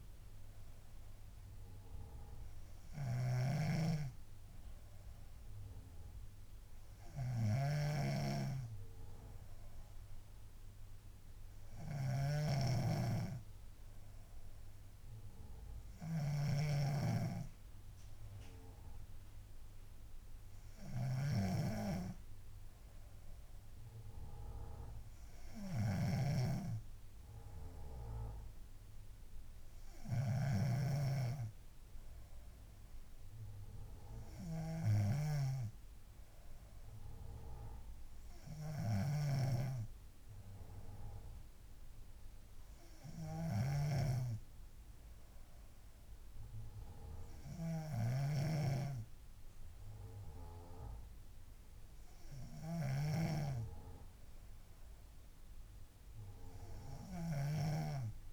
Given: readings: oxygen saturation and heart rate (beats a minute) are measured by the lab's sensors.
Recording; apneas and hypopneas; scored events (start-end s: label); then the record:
breathing in sleep by a room microphone; none
0.00-31.00 s: snoring (device-marked)
39.00-58.33 s: snoring (device-marked)
From the record:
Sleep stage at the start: N3 (deep sleep); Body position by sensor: on the back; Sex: female